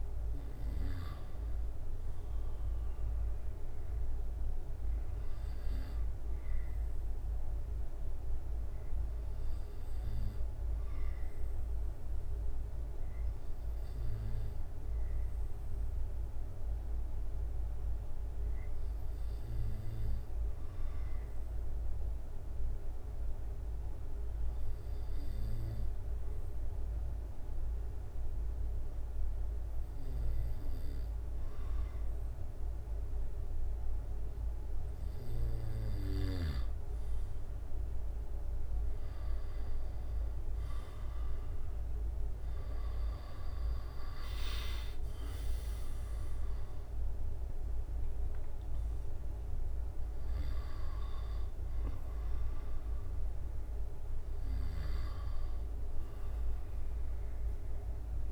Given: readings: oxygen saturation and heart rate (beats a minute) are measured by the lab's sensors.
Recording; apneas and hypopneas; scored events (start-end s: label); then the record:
breathing in sleep, hard to hear, by a room microphone; 1
8.00-35.00 s: hypopnea (oxygen 97% before, 94% lowest, heart rate 87 before, 65 extreme, up 5 after)
39.00-44.00 s: arousal
44.50-57.50 s: drop in pulse transit time (device-marked, heart rate 68 before, 69 extreme)
From the record:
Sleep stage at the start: N2 (light sleep); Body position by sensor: on the back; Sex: male